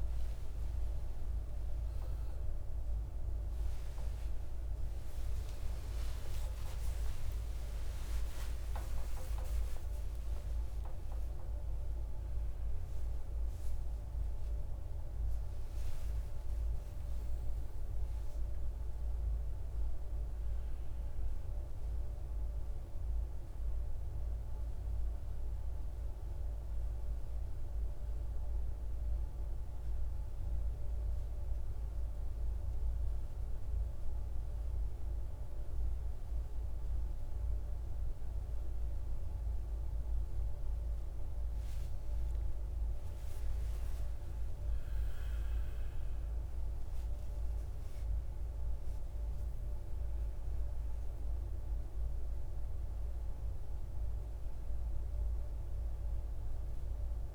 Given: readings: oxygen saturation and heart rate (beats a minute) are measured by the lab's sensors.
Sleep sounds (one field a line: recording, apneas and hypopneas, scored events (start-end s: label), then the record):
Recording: a person partly awake in a sleep study, hard to hear, by a room microphone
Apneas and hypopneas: 1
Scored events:
15.50-57.35 s: new sleep stage, N1 (lightest sleep)
27.00-38.50 s: central apnea (oxygen 98% before, 93% lowest, heart rate 69 before, 52 extreme, up 7 after)
41.00-44.50 s: arousal
46.50-57.35 s: oxygen desaturation (device-marked, oxygen 97% before, 94% lowest, heart rate 54 before, 53 extreme)
From the record:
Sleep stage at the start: awake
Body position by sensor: on the right side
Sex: male